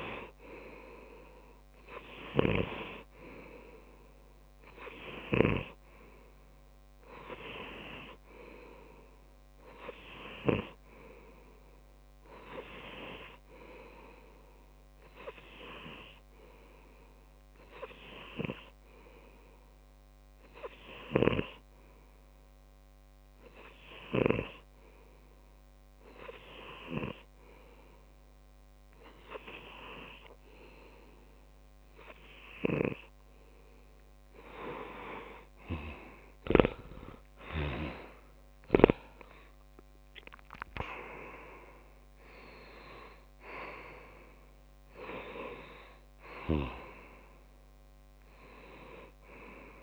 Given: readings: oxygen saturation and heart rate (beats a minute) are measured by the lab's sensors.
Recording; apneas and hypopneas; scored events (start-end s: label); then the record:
breathing in sleep by a microphone on the trachea; 1
0.00-28.00 s: oxygen desaturation (device-marked, oxygen 97% before, 92% lowest)
13.00-32.50 s: hypopnea (oxygen 97% before, 92% lowest)
35.50-40.50 s: arousal
From the record:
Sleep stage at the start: N2 (light sleep); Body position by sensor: on the left side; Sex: male